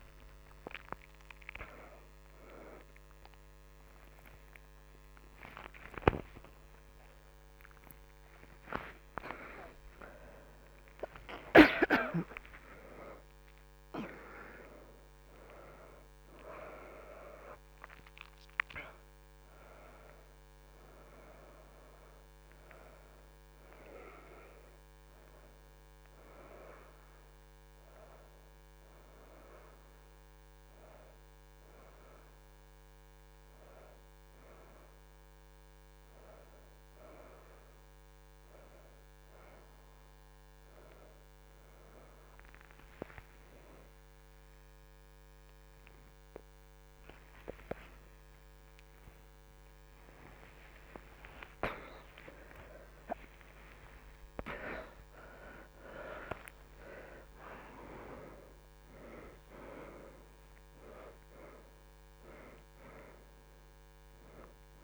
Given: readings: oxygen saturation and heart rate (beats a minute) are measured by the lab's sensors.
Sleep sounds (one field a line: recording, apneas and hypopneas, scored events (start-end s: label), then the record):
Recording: a person awake in a sleep study, by a microphone on the trachea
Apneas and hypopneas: none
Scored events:
0.00-33.50 s: oxygen desaturation (device-marked, oxygen 67% lowest)
49.50-61.50 s: oxygen desaturation (device-marked, oxygen 91% before, 85% lowest, heart rate 97 before, 80 extreme)
From the record:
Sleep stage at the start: awake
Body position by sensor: on the back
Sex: female